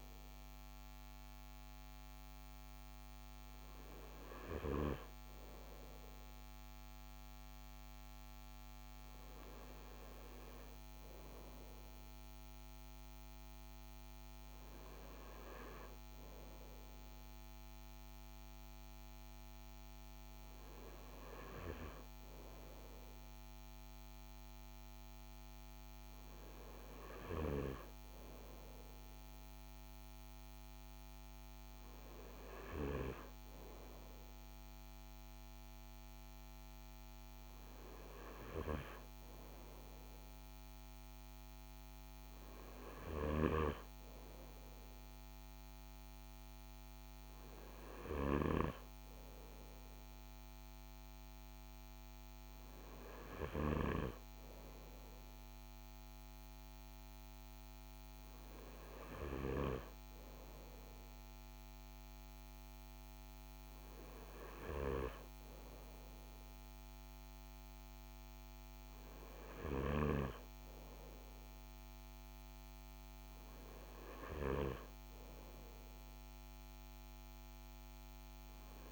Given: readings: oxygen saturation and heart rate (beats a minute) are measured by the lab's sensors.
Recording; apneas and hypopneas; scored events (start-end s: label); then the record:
breathing in sleep by a microphone on the trachea; none
42.50-53.50 s: snoring (device-marked)
From the record:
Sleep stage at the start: N2 (light sleep); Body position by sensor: on the front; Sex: male